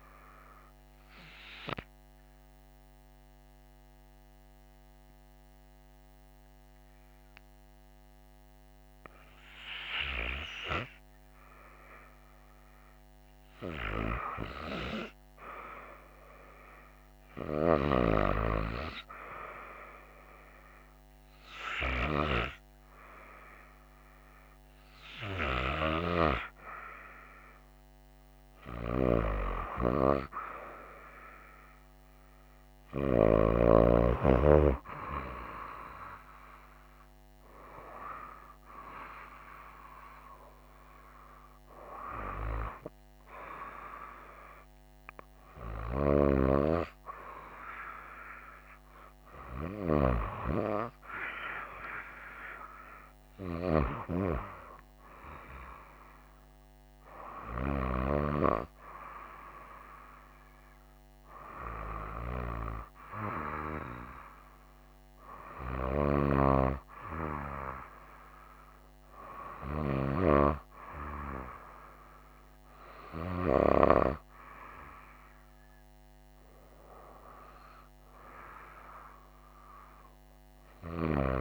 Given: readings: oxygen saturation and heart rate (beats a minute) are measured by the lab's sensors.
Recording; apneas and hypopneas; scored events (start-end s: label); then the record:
breathing in sleep by a microphone on the trachea; 1
1.00-11.50 s: obstructive apnea (oxygen 95% before, 92% lowest, heart rate 64 before, 58 extreme, up 2 after)
13.50-17.00 s: arousal
75.00-79.50 s: arousal
From the record:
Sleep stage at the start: REM sleep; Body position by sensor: on the right side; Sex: female